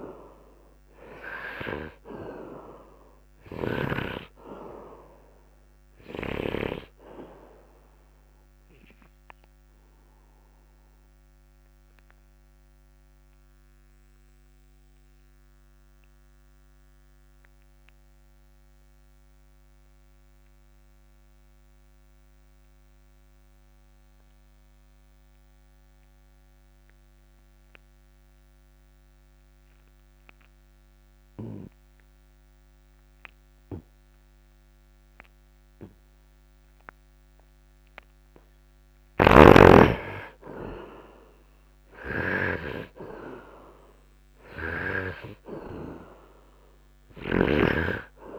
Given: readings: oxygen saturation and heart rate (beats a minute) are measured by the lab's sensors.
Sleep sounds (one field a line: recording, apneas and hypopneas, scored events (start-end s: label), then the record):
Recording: breathing in sleep by a microphone on the trachea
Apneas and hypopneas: 1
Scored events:
0.00-4.00 s: snoring (device-marked)
0.00-24.00 s: oxygen desaturation (device-marked, oxygen 67% lowest, heart rate 59 extreme)
10.00-37.50 s: obstructive apnea (oxygen 95% before, 67% lowest, heart rate 63 before, 59 extreme, up 0 after)
37.00-48.39 s: oxygen desaturation (device-marked, oxygen 97% before, 68% lowest, heart rate 67 before, 55 extreme)
39.50-43.50 s: arousal
From the record:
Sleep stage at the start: N2 (light sleep)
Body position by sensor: upright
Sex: male